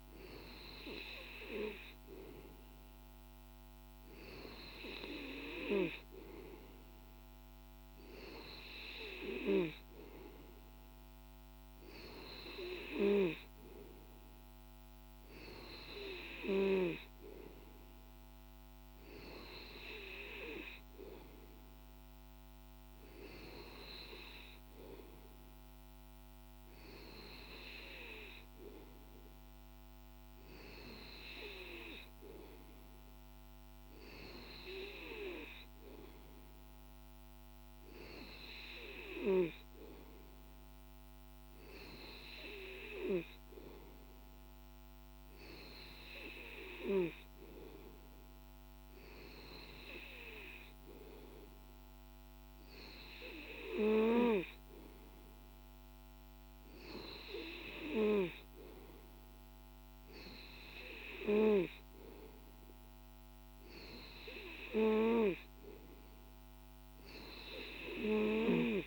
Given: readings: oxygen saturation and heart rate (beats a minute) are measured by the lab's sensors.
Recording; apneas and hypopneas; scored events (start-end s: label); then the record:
breathing in sleep by a microphone on the trachea; none
none scored
From the record:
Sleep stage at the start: N2 (light sleep); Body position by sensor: on the back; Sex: male